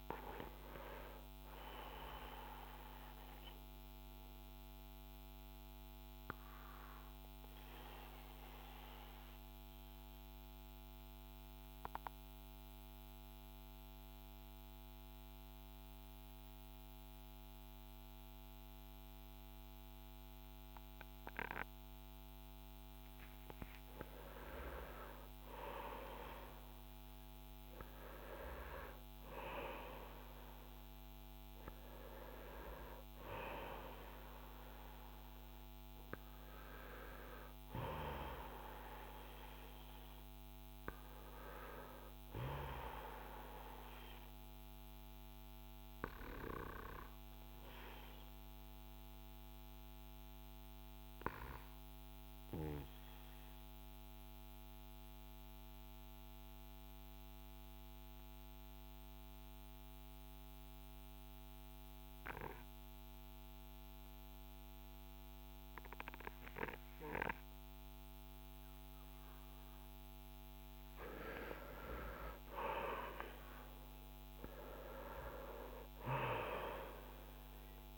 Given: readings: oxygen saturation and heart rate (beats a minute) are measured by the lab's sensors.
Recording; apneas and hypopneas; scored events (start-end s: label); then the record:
breathing in sleep by a microphone on the trachea; 2
0.00-7.00 s: oxygen desaturation (device-marked, oxygen 93% lowest, heart rate 37 extreme)
2.00-24.00 s: obstructive apnea (oxygen 97% before, 92% lowest, heart rate 51 before, 37 extreme, up 20 after)
25.00-28.50 s: arousal
43.00-71.00 s: obstructive apnea (oxygen 97% before, 88% lowest, heart rate 54 before, 36 extreme, up 21 after)
46.00-56.00 s: oxygen desaturation (device-marked, oxygen 96% before, 92% lowest, heart rate 53 before, 36 extreme)
72.00-76.00 s: arousal
72.00-77.98 s: oxygen desaturation (device-marked, oxygen 97% before, 88% lowest, heart rate 45 before, 44 extreme)
From the record:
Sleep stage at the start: N2 (light sleep); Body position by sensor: on the front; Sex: male